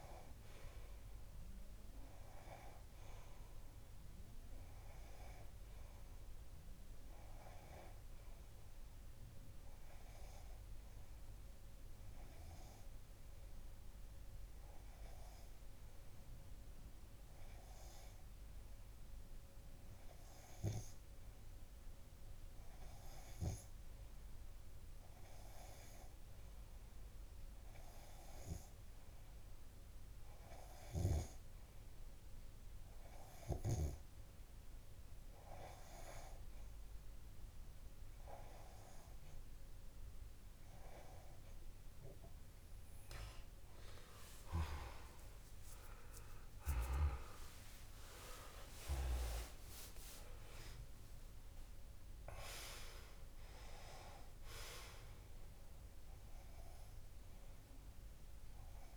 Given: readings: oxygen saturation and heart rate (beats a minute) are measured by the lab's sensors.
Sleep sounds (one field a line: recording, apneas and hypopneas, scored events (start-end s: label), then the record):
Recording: breathing in sleep by a room microphone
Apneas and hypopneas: 1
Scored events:
9.50-37.00 s: hypopnea (oxygen 94% before, 94% lowest)
43.50-58.96 s: oxygen desaturation (device-marked, oxygen 97% before, 94% lowest)
44.00-47.50 s: arousal
From the record:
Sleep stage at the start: N2 (light sleep)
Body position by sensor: on the left side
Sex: male